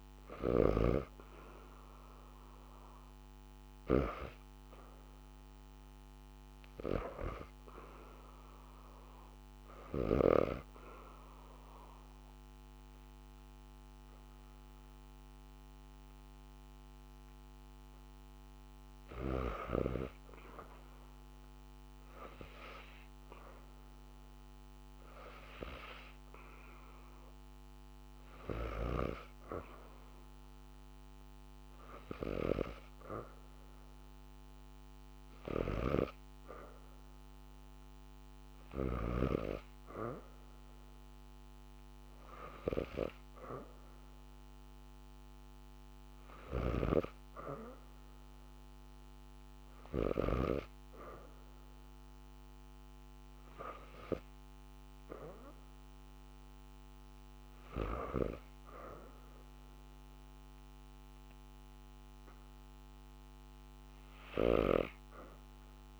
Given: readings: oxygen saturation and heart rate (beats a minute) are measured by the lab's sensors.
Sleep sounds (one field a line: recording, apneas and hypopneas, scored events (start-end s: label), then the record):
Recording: breathing in sleep by a microphone on the trachea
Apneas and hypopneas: 1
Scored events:
9.00-20.00 s: obstructive apnea (oxygen 98% before, 87% lowest, heart rate 84 before, 74 extreme)
22.00-25.00 s: arousal
26.00-37.00 s: oxygen desaturation (device-marked, oxygen 97% before, 87% lowest, heart rate 79 before, 76 extreme)
35.00-39.00 s: snoring (device-marked)
46.00-50.00 s: snoring (device-marked)
54.00-66.00 s: new sleep stage, REM sleep
64.50-66.00 s: arousal
From the record:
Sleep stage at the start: N2 (light sleep)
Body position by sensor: on the back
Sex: female